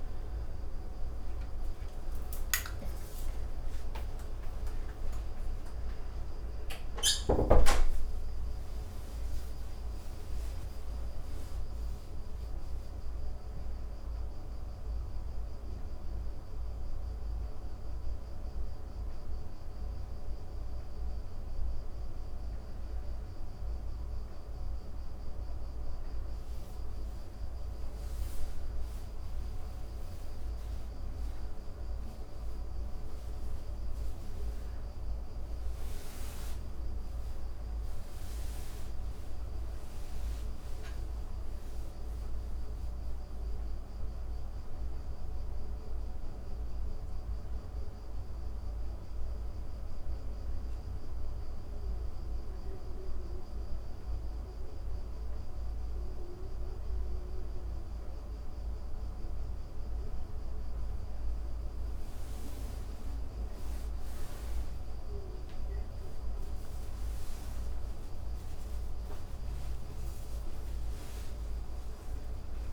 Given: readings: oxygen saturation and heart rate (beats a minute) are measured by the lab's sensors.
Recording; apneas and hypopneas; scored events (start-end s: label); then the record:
a person awake in a sleep study, hard to hear, by a room microphone; none
none scored
From the record:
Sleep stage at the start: awake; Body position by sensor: on the back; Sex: female